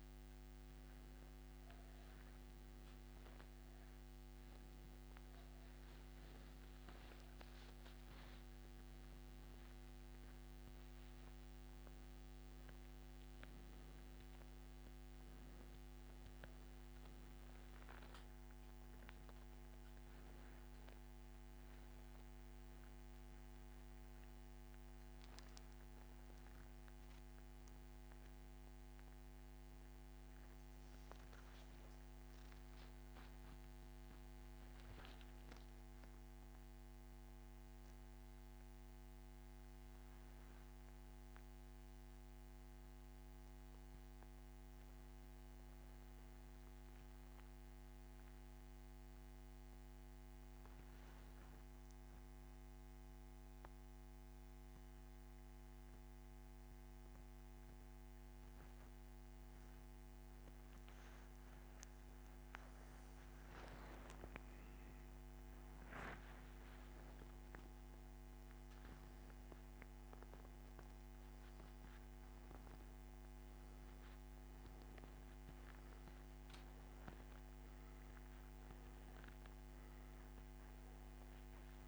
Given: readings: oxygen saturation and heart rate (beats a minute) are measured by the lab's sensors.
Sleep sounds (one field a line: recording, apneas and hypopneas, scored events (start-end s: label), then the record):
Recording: breathing in sleep, hard to hear, by a microphone on the trachea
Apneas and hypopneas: none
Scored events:
15.00-37.00 s: oxygen desaturation (device-marked, oxygen 90% before, 86% lowest)
69.00-81.88 s: new sleep stage, awake
From the record:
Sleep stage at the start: N1 (lightest sleep)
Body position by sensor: upright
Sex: male